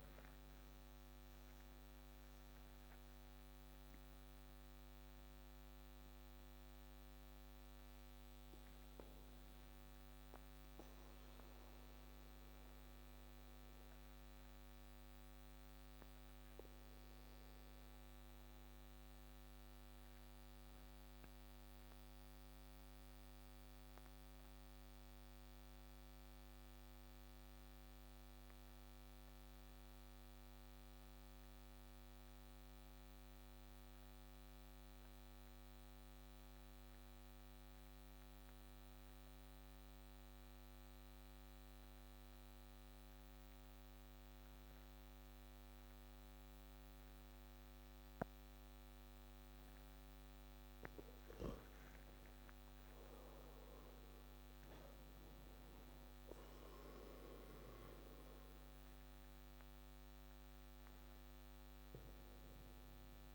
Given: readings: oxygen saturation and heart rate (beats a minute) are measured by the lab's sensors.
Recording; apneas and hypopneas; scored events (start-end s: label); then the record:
breathing in sleep, hard to hear, by a microphone on the trachea; 1
0.00-22.00 s: oxygen desaturation (device-marked, oxygen 88% lowest)
7.00-10.50 s: arousal
13.00-50.00 s: obstructive apnea (oxygen 96% before, 93% lowest)
40.00-63.35 s: oxygen desaturation (device-marked, oxygen 98% before, 93% lowest)
52.00-56.00 s: arousal
From the record:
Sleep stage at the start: N2 (light sleep); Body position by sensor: on the back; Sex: male